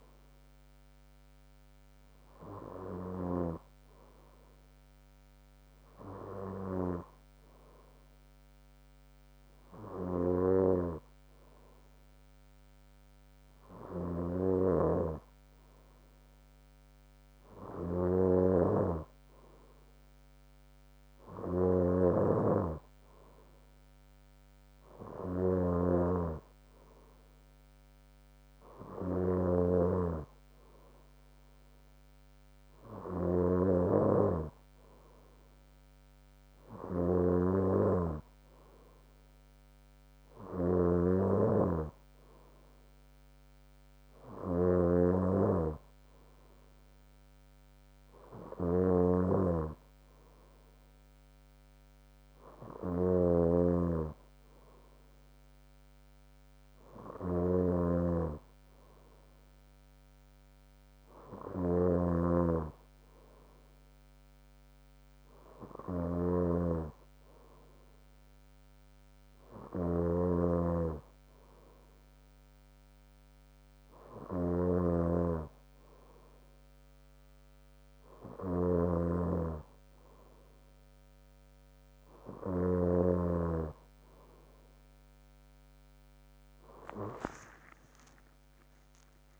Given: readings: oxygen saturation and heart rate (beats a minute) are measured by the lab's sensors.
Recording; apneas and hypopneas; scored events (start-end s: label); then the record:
breathing in sleep by a microphone on the trachea; none
15.00-83.00 s: snoring (device-marked)
87.50-89.40 s: long interval between heartbeats (device-marked, heart rate 61 before, 78 extreme)
From the record:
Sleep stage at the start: N2 (light sleep); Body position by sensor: on the front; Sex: female